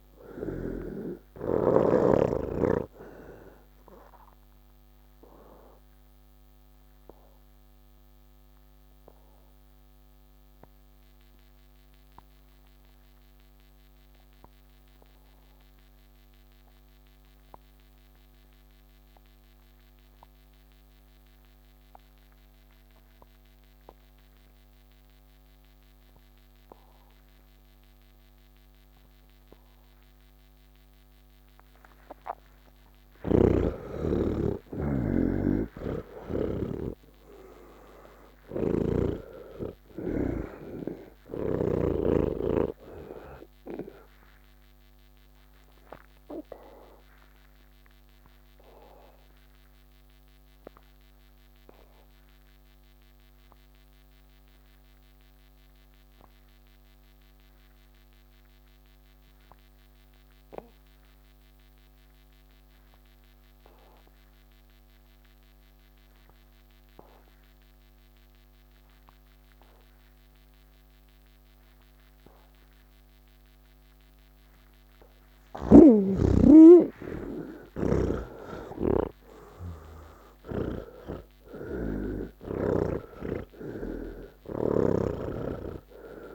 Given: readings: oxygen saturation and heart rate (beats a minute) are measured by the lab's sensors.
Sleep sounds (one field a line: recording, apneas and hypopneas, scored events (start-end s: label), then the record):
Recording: breathing in sleep by a microphone on the trachea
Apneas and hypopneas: 2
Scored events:
0.00-19.00 s: oxygen desaturation (device-marked, oxygen 80% lowest)
5.50-31.50 s: obstructive apnea (oxygen 98% before, 78% lowest)
25.00-57.00 s: oxygen desaturation (device-marked, oxygen 98% before, 78% lowest, heart rate 91 before, 28 extreme)
36.00-39.50 s: snoring (device-marked)
53.00-75.00 s: obstructive apnea (oxygen 98% before, 78% lowest, heart rate 94 before, 30 extreme, up 50 after)
68.00-86.35 s: oxygen desaturation (device-marked, oxygen 99% before, 79% lowest, heart rate 81 before, 30 extreme)
From the record:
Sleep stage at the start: N1 (lightest sleep)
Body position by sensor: on the back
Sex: male